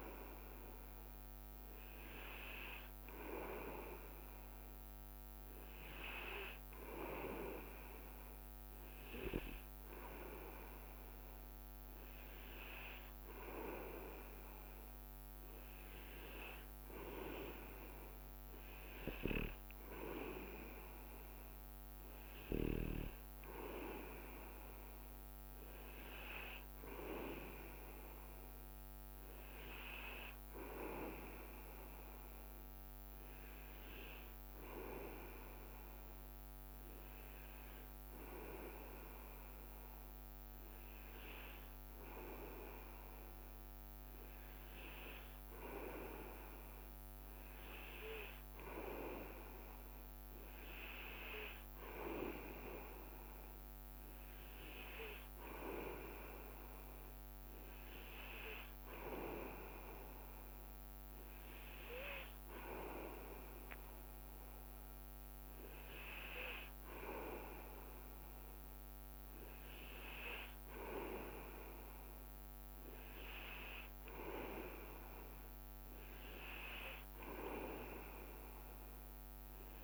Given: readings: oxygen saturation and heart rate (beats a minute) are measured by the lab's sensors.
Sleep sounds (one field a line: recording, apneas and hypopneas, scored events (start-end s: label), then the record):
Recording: breathing in sleep by a microphone on the trachea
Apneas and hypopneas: none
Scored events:
none scored
From the record:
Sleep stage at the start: N2 (light sleep)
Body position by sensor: on the back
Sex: male